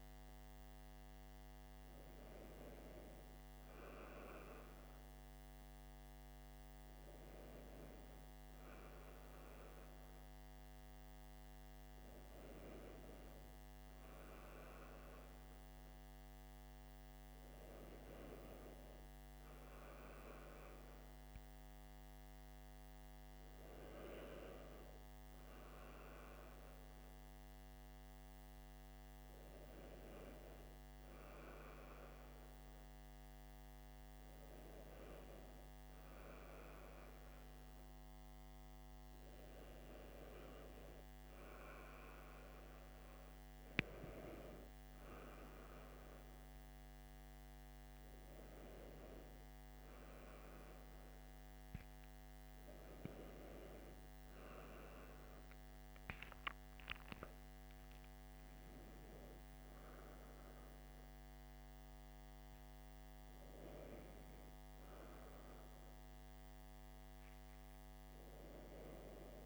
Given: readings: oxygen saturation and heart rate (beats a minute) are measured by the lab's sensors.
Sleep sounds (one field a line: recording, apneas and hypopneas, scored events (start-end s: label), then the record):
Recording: a person partly awake in a sleep study, by a microphone on the trachea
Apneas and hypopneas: none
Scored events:
13.50-69.46 s: new sleep stage, N1 (lightest sleep)
From the record:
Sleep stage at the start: awake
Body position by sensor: on the back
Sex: male